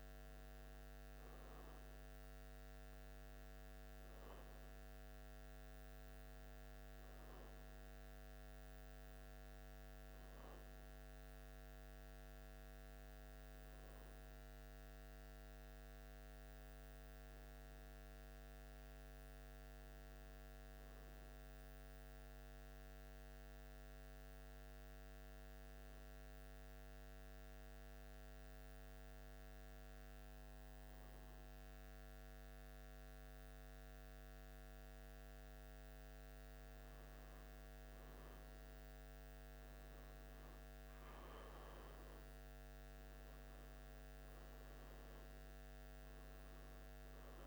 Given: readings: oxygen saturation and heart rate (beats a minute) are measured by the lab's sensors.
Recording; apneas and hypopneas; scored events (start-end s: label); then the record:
breathing in sleep, hard to hear, by a microphone on the trachea; 1
13.50-17.50 s: arousal
14.00-33.00 s: oxygen desaturation (device-marked, oxygen 93% before, 90% lowest, heart rate 79 before, 75 extreme)
20.00-35.50 s: obstructive apnea (oxygen 93% before, 90% lowest, heart rate 78 before, 76 extreme, up 3 after)
39.50-43.50 s: arousal
From the record:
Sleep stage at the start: N1 (lightest sleep); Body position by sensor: on the back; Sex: male